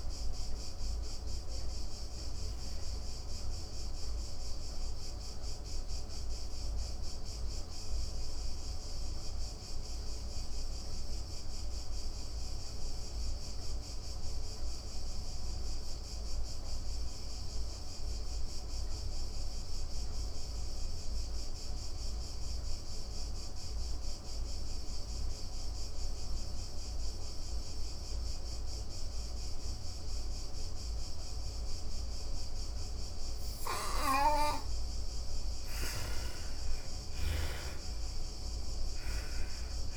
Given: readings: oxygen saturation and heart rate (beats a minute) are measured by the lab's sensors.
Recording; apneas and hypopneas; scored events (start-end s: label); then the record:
breathing in sleep by a room microphone; 1
0.00-19.50 s: oxygen desaturation (device-marked, oxygen 69% lowest, heart rate 89 extreme)
3.00-32.50 s: obstructive apnea (oxygen 99% before, 69% lowest, heart rate 137 before, 79 extreme)
27.50-39.96 s: oxygen desaturation (device-marked, oxygen 98% before, 72% lowest, heart rate 131 before, 69 extreme)
35.00-39.00 s: arousal
35.50-39.00 s: snoring (device-marked)
From the record:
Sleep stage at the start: N2 (light sleep); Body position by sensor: on the back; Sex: female